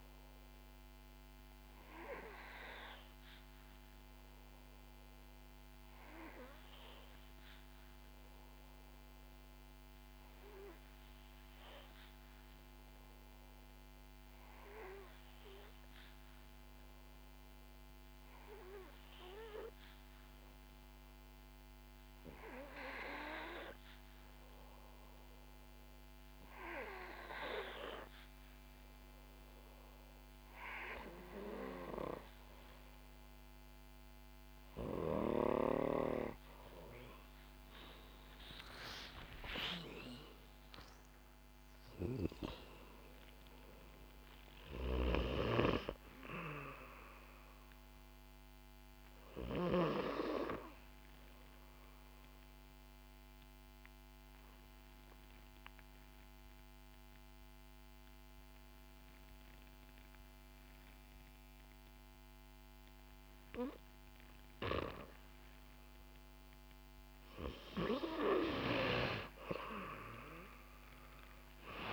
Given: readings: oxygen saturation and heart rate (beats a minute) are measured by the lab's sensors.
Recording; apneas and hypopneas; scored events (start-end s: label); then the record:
breathing in sleep by a microphone on the trachea; 2
0.00-4.50 s: oxygen desaturation (device-marked, oxygen 91% lowest, heart rate 60 extreme)
3.50-23.50 s: obstructive apnea (oxygen 97% before, 89% lowest, heart rate 62 before, 61 extreme, up 2 after)
26.00-29.50 s: arousal
37.50-66.50 s: oxygen desaturation (device-marked, oxygen 92% before, 89% lowest, heart rate 63 before, 60 extreme)
39.00-44.00 s: arousal
47.50-67.50 s: obstructive apnea (oxygen 93% before, 89% lowest, heart rate 67 before, 59 extreme, up 3 after)
70.00-71.93 s: arousal
From the record:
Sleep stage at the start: N2 (light sleep); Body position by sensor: on the back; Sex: female